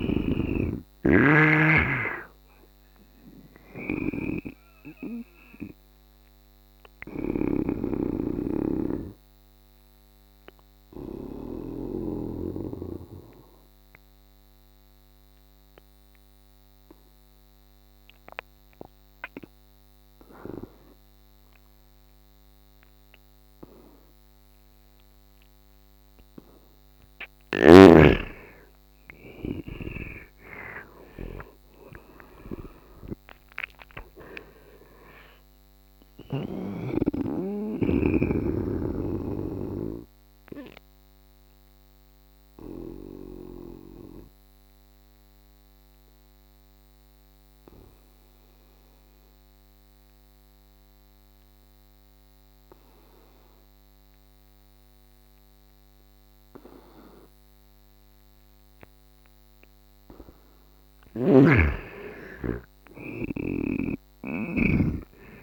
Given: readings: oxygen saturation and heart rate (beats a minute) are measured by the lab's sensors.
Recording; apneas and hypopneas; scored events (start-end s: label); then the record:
breathing in sleep by a microphone on the trachea; 2
0.00-21.00 s: oxygen desaturation (device-marked, oxygen 84% lowest, heart rate 73 extreme)
1.50-11.50 s: snoring (device-marked)
9.00-26.50 s: obstructive apnea (oxygen 100% before, 84% lowest, heart rate 78 before, 68 extreme, up 16 after)
23.00-41.00 s: oxygen desaturation (device-marked, oxygen 100% before, 93% lowest, heart rate 79 before, 68 extreme)
28.00-32.00 s: arousal
29.50-36.00 s: snoring (device-marked)
41.50-60.00 s: obstructive apnea (oxygen 100% before, 84% lowest, heart rate 83 before, 68 extreme, up 12 after)
49.00-55.00 s: oxygen desaturation (device-marked, oxygen 94% before, 86% lowest, heart rate 82 before, 72 extreme)
62.00-65.00 s: arousal
63.00-65.43 s: snoring (device-marked)
From the record:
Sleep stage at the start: N2 (light sleep); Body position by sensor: on the right side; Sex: male